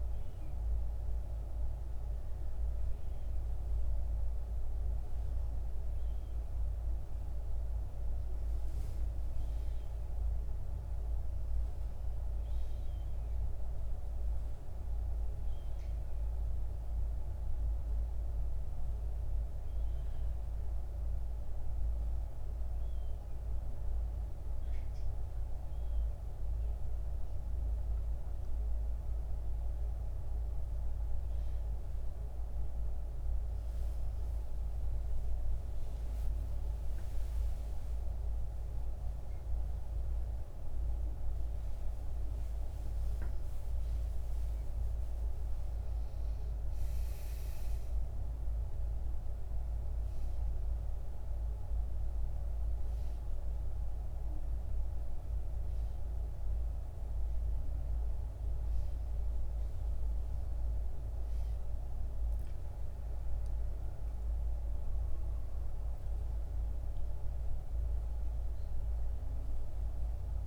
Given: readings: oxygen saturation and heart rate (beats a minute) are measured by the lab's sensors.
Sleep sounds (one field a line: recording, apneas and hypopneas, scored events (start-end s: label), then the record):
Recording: breathing in sleep, hard to hear, by a room microphone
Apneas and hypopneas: none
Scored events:
62.00-70.46 s: new sleep stage, awake
From the record:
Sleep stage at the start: N1 (lightest sleep)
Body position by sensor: on the back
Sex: female